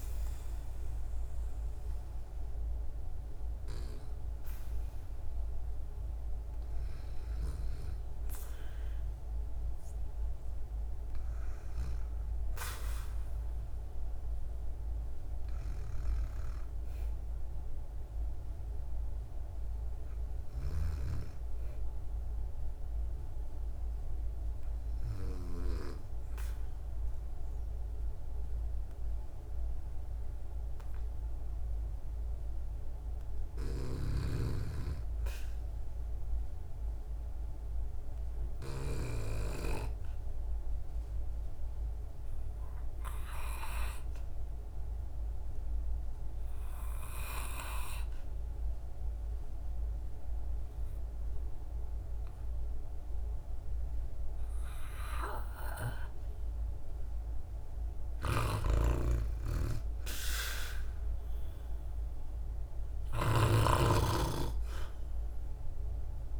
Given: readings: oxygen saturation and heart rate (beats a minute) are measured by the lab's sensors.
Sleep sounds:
breathing in sleep by a room microphone; 1
41.00-57.50 s: obstructive apnea (oxygen 96% before, 82% lowest, heart rate 59 before, 57 extreme, up 3 after)
43.50-49.50 s: oxygen desaturation (device-marked, oxygen 96% before, 92% lowest, heart rate 58 before, 57 extreme)
56.50-66.40 s: new sleep stage, REM sleep
58.00-63.00 s: snoring (device-marked)
59.50-62.50 s: arousal
60.50-66.40 s: oxygen desaturation (device-marked, oxygen 93% before, 90% lowest, heart rate 58 before, 55 extreme)
From the record:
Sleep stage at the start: N2 (light sleep); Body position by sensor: on the back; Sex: female

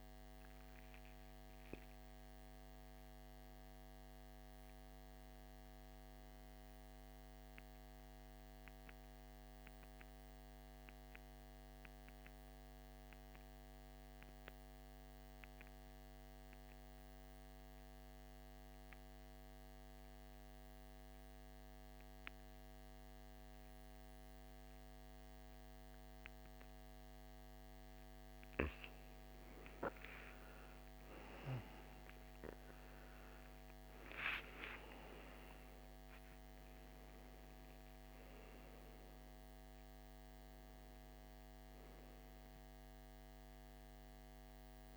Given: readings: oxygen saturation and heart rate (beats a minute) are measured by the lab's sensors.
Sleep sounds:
breathing in sleep, hard to hear, by a microphone on the trachea; 1
0.00-6.50 s: oxygen desaturation (device-marked, oxygen 89% lowest, heart rate 54 extreme)
6.50-27.50 s: mixed apnea (oxygen 99% before, 86% lowest, heart rate 64 before, 54 extreme, up 16 after)
26.50-44.97 s: oxygen desaturation (device-marked, oxygen 98% before, 86% lowest, heart rate 55 before, 54 extreme)
30.00-35.00 s: arousal
From the record:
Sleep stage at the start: N2 (light sleep); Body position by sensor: on the back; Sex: male

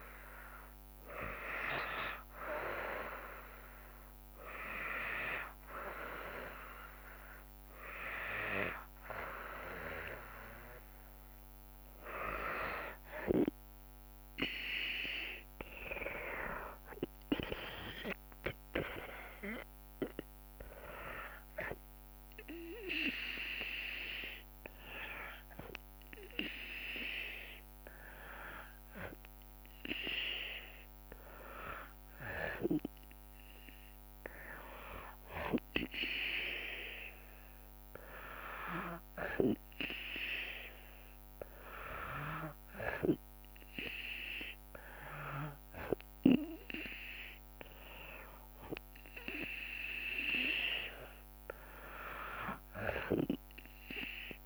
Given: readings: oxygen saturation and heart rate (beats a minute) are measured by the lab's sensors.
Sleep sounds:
breathing in sleep by a microphone on the trachea; none
14.00-25.00 s: drop in pulse transit time (device-marked, heart rate 68 before, 68 extreme)
52.00-54.00 s: tachycardia (device-marked, heart rate 74 before, 88 extreme)
From the record:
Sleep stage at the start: N2 (light sleep); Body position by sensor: on the back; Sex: female

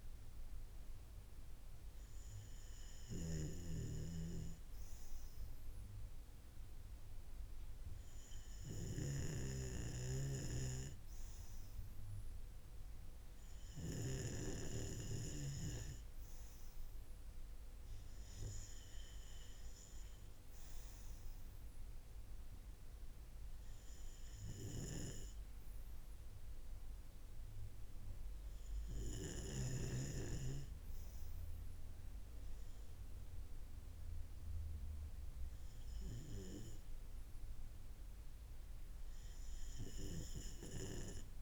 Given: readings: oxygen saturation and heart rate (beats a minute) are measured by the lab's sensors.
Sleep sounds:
breathing in sleep by a room microphone; none
2.00-8.50 s: snoring (device-marked)
From the record:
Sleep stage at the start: REM sleep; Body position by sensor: on the right side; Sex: male

